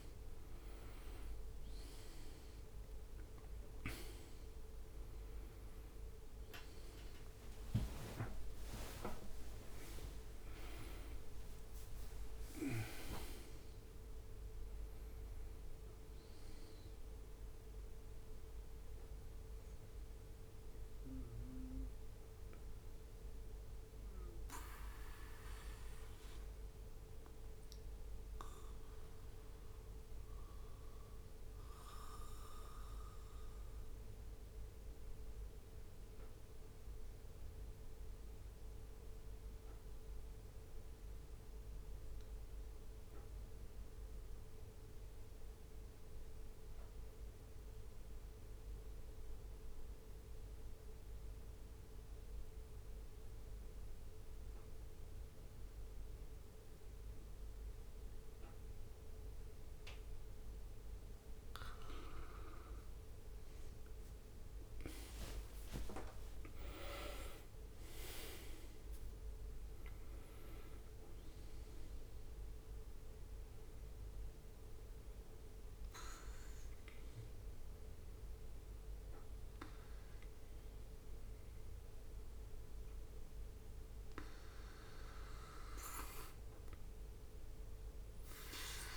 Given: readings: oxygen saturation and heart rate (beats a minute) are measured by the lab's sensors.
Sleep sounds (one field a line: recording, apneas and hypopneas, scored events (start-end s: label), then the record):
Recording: breathing in sleep by a room microphone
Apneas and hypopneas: 1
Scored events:
0.00-21.50 s: oxygen desaturation (device-marked, oxygen 90% lowest, heart rate 64 extreme)
5.00-9.50 s: arousal
6.00-12.50 s: leg movement (device-marked)
25.50-61.00 s: obstructive apnea (oxygen 93% before, 90% lowest, heart rate 74 before, 64 extreme, up 10 after)
54.50-88.96 s: oxygen desaturation (device-marked, oxygen 98% before, 90% lowest, heart rate 65 before, 63 extreme)
63.00-67.50 s: arousal
From the record:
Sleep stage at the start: N2 (light sleep)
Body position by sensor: on the back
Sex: male